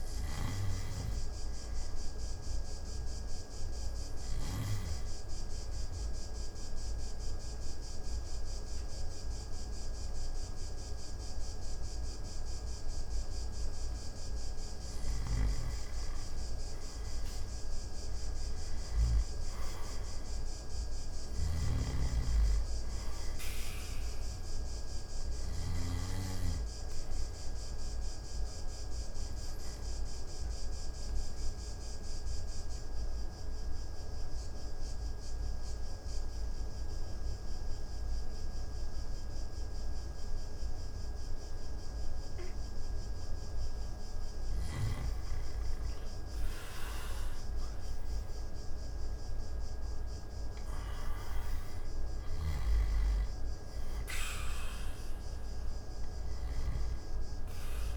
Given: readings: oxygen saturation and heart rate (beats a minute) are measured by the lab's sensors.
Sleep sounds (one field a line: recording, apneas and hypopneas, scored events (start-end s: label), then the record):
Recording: breathing in sleep, hard to hear, by a room microphone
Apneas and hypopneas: 2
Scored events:
0.00-2.50 s: oxygen desaturation (device-marked, oxygen 90% lowest)
4.50-17.50 s: oxygen desaturation (device-marked, oxygen 95% before, 92% lowest)
5.00-15.00 s: obstructive apnea (oxygen 95% before, 86% lowest)
15.00-19.00 s: snoring (device-marked)
18.00-21.50 s: arousal
21.00-25.50 s: snoring (device-marked)
27.50-43.50 s: obstructive apnea (oxygen 95% before, 86% lowest)
28.50-44.50 s: oxygen desaturation (device-marked, oxygen 94% before, 89% lowest)
47.00-51.00 s: arousal
54.50-57.97 s: oxygen desaturation (device-marked, oxygen 95% before, 86% lowest)
From the record:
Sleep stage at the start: N2 (light sleep)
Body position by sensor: on the back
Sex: male